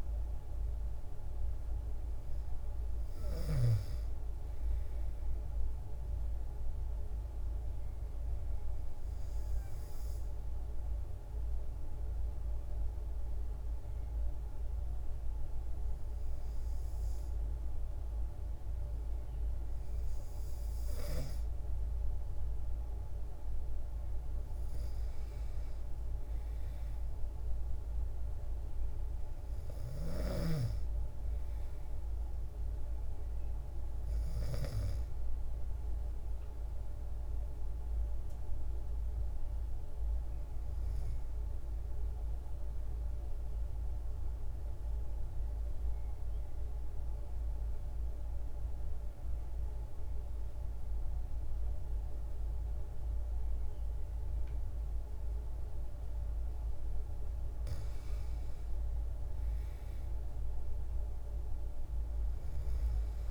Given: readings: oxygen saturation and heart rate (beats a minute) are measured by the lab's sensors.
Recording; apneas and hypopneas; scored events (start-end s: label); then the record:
breathing in sleep, hard to hear, by a room microphone; 2
0.00-2.00 s: arousal
2.00-21.00 s: oxygen desaturation (device-marked, oxygen 96% before, 92% lowest, heart rate 124 before, 64 extreme)
7.50-21.50 s: obstructive apnea (oxygen 96% before, 90% lowest, heart rate 124 before, 102 extreme)
25.50-28.50 s: arousal
29.00-44.00 s: oxygen desaturation (device-marked, oxygen 95% before, 92% lowest, heart rate 138 before, 109 extreme)
41.50-56.00 s: obstructive apnea (oxygen 95% before, 90% lowest, heart rate 162 before, 89 extreme)
57.50-62.00 s: arousal
62.00-63.31 s: oxygen desaturation (device-marked, oxygen 96% before, 90% lowest, heart rate 131 before, 83 extreme)
From the record:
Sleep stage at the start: N2 (light sleep); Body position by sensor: on the back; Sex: female